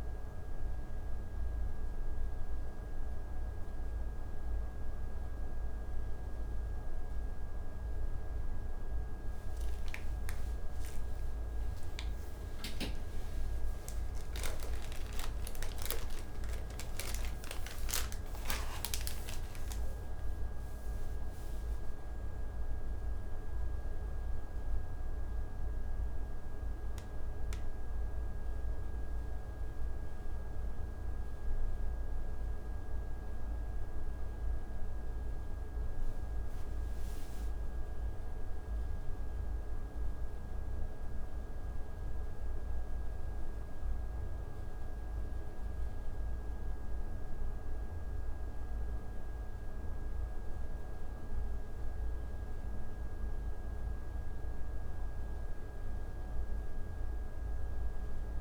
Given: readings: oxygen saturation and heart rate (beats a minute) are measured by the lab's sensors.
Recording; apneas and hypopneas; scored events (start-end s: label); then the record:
breathing in sleep, hard to hear, by a room microphone; none
15.00-20.00 s: arousal
From the record:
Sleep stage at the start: N1 (lightest sleep); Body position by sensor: on the back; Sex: male